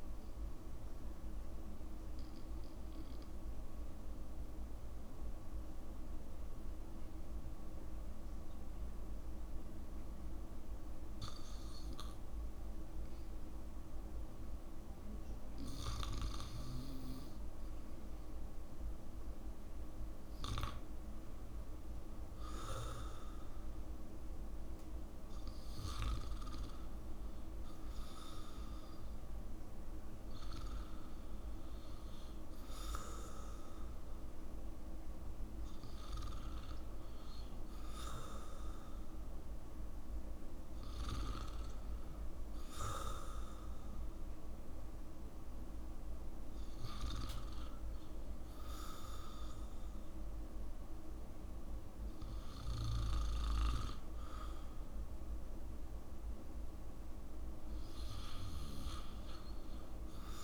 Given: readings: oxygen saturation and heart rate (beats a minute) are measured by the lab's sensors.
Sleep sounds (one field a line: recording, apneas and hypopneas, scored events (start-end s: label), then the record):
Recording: breathing in sleep by a room microphone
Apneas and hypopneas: 1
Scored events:
1.50-15.50 s: obstructive apnea (oxygen 96% before, 88% lowest, heart rate 63 before, 59 extreme, up 6 after)
18.00-22.00 s: arousal
38.00-53.00 s: oxygen desaturation (device-marked, oxygen 95% before, 88% lowest, heart rate 66 before, 67 extreme)
From the record:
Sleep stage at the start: REM sleep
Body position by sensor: on the back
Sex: male